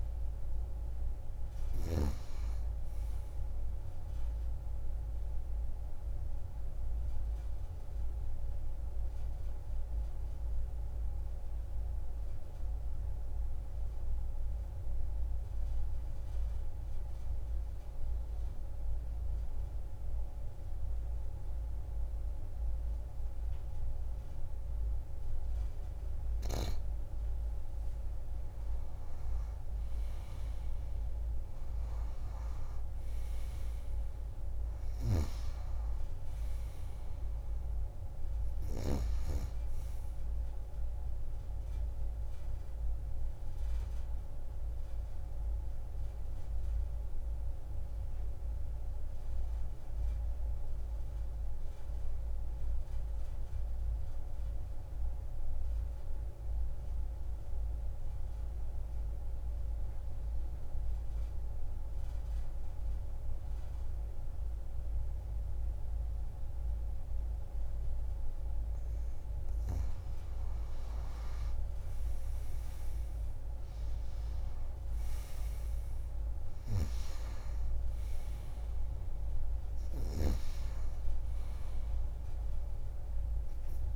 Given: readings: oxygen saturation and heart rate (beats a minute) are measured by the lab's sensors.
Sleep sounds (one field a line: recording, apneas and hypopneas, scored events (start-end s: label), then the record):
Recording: breathing in sleep, hard to hear, by a room microphone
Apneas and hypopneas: 2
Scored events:
0.00-16.00 s: oxygen desaturation (device-marked, oxygen 89% lowest)
4.50-25.50 s: obstructive apnea (oxygen 98% before, 88% lowest)
28.50-33.00 s: arousal
31.00-55.00 s: oxygen desaturation (device-marked, oxygen 97% before, 90% lowest)
35.00-39.00 s: snoring (device-marked)
42.50-67.50 s: obstructive apnea (oxygen 97% before, 87% lowest)
68.00-83.96 s: oxygen desaturation (device-marked, oxygen 97% before, 87% lowest)
71.50-75.50 s: arousal
From the record:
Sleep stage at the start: N2 (light sleep)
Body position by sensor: on the back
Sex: female